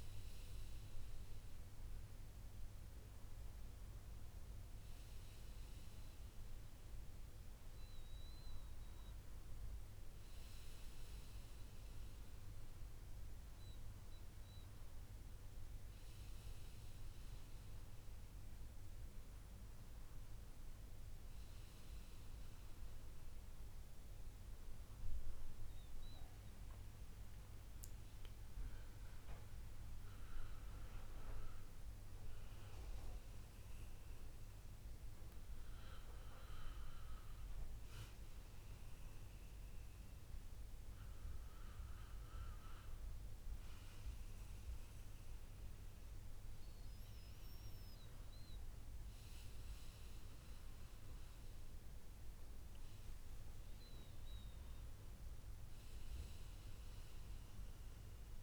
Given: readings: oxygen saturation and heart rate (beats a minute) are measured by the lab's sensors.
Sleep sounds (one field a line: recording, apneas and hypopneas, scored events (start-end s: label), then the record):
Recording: a person awake in a sleep study, hard to hear, by a room microphone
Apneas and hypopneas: none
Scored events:
none scored
From the record:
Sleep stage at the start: awake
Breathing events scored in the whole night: 363 in 5.3 hours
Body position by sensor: on the back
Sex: male